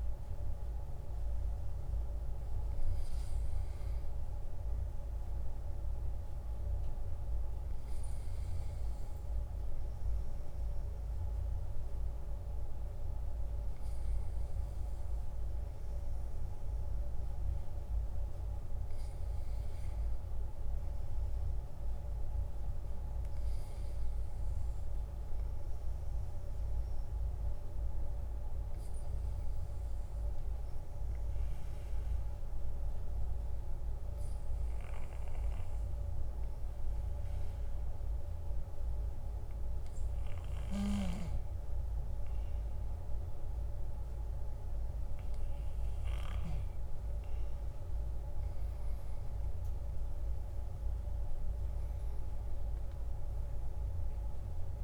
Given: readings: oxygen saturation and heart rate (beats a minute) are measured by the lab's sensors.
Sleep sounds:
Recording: breathing in sleep, hard to hear, by a room microphone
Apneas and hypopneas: 1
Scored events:
31.00-44.50 s: obstructive apnea (oxygen 97% before, 94% lowest, heart rate 49 before, 42 extreme, up 12 after)
47.00-52.00 s: arousal
From the record:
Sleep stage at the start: N2 (light sleep)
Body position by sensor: on the back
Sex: male

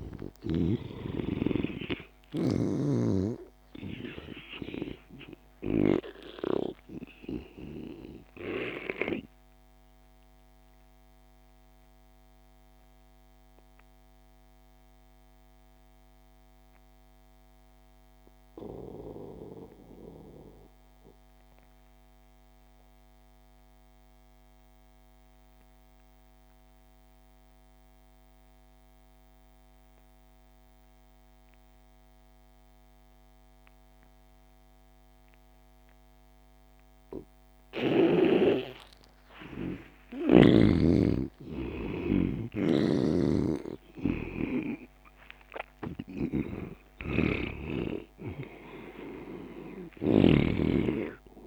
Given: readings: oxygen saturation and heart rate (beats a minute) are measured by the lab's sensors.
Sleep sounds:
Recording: breathing in sleep by a microphone on the trachea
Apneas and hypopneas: 1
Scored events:
0.00-2.50 s: snoring (device-marked)
0.00-17.00 s: oxygen desaturation (device-marked, oxygen 82% lowest)
9.50-38.00 s: mixed apnea (oxygen 98% before, 83% lowest)
34.00-51.47 s: oxygen desaturation (device-marked, oxygen 98% before, 85% lowest)
39.50-44.00 s: arousal
43.00-50.50 s: snoring (device-marked)
From the record:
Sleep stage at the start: N2 (light sleep)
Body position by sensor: on the back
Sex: male

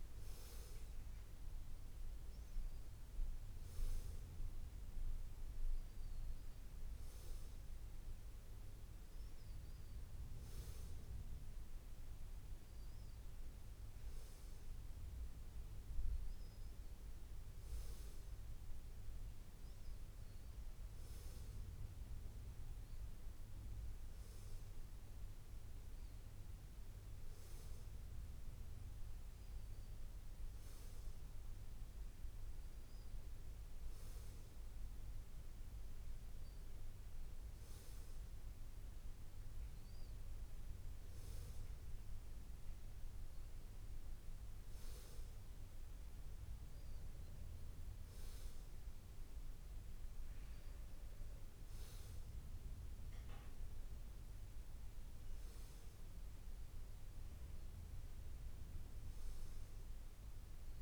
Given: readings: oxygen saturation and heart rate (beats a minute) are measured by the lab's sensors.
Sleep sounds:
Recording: breathing in sleep, hard to hear, by a room microphone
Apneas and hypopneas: none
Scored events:
none scored
From the record:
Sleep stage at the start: N2 (light sleep)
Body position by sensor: on the back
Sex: male

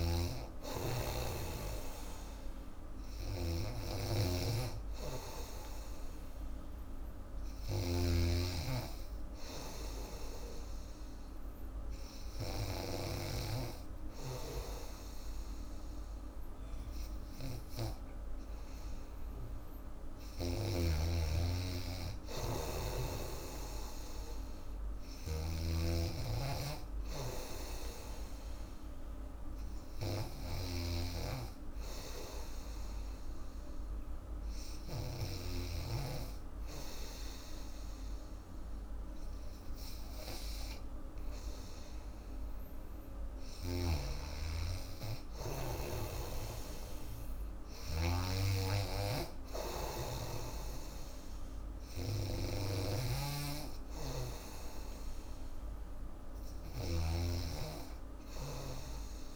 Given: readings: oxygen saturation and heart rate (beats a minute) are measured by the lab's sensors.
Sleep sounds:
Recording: breathing in sleep by a room microphone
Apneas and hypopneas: none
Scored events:
0.00-10.50 s: oxygen desaturation (device-marked, oxygen 92% lowest, heart rate 83 extreme)
0.00-13.00 s: snoring (device-marked)
25.00-35.50 s: snoring (device-marked)
46.00-59.36 s: snoring (device-marked)
From the record:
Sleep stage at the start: N2 (light sleep)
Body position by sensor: on the back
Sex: female

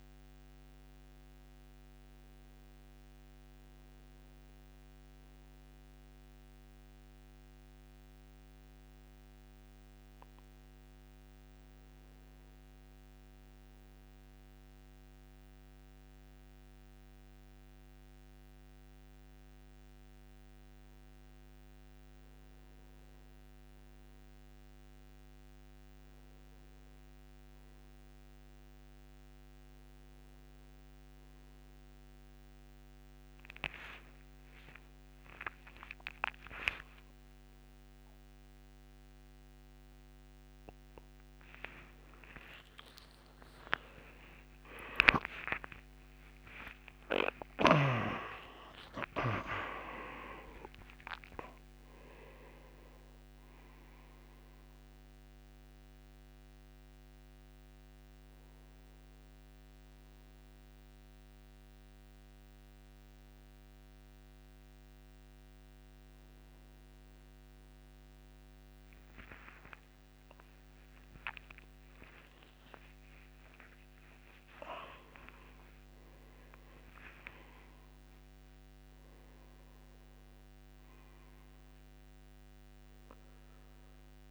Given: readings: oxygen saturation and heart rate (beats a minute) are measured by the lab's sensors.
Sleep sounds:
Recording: a person awake in a sleep study, by a microphone on the trachea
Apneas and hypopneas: none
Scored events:
31.50-84.31 s: new sleep stage, awake
From the record:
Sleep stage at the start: N2 (light sleep)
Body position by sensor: on the right side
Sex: male

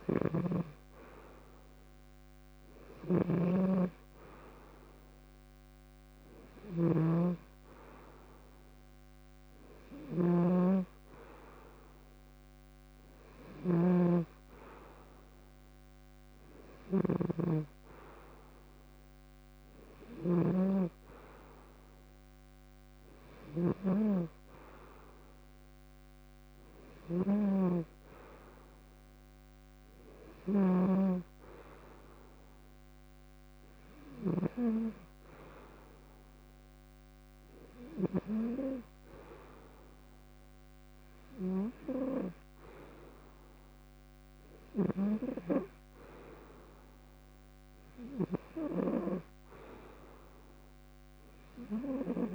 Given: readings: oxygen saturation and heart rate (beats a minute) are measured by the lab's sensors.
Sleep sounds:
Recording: breathing in sleep by a microphone on the trachea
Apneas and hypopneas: none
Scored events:
0.00-2.00 s: arousal
0.00-14.50 s: oxygen desaturation (device-marked, oxygen 92% lowest, heart rate 59 extreme)
0.00-34.00 s: snoring (device-marked)
From the record:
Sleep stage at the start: N2 (light sleep)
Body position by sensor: on the front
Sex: male

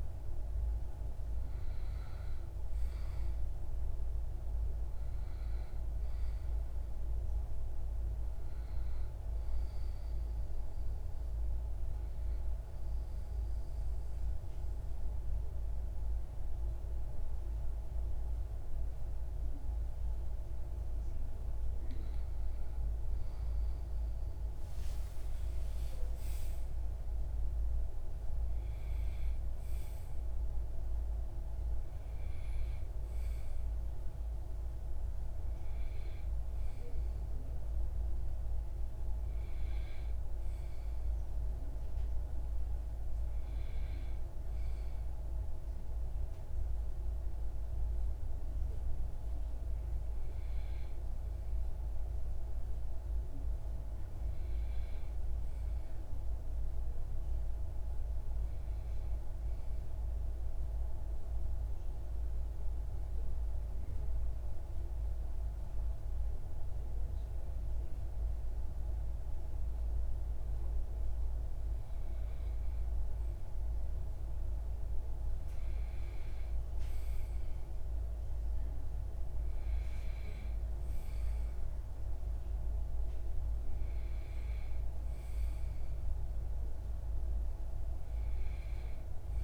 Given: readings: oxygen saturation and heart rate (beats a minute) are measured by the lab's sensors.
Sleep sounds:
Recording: breathing in sleep, hard to hear, by a room microphone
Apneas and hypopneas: 2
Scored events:
11.00-21.00 s: obstructive apnea (oxygen 97% before, 95% lowest, heart rate 64 before, 62 extreme, up 2 after)
23.50-27.50 s: arousal
58.50-70.50 s: central apnea (oxygen 96% before, 94% lowest, heart rate 64 before, 60 extreme, up 4 after)
73.00-76.50 s: arousal
From the record:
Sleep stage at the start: REM sleep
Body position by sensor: on the back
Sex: male

